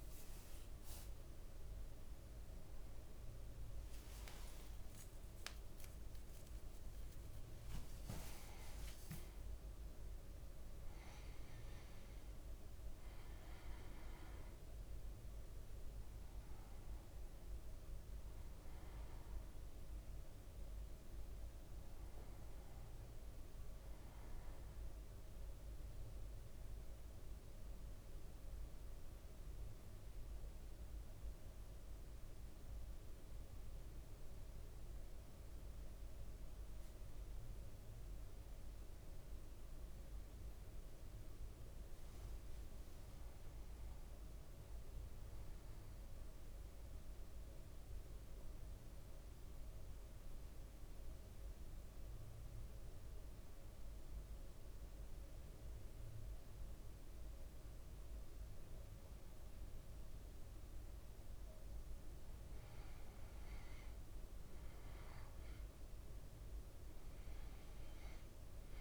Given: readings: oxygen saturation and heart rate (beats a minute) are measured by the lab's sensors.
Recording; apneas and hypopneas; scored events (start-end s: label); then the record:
a person partly awake in a sleep study, hard to hear, by a room microphone; 1
1.00-68.81 s: new sleep stage, N1 (lightest sleep)
15.00-20.00 s: leg movement (device-marked)
26.00-27.00 s: leg movement (device-marked)
40.50-45.00 s: arousal
48.00-62.00 s: central apnea (oxygen 100% before, 95% lowest, heart rate 58 before, 57 extreme, up 4 after)
65.00-68.81 s: arousal
From the record:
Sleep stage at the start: awake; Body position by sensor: on the back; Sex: male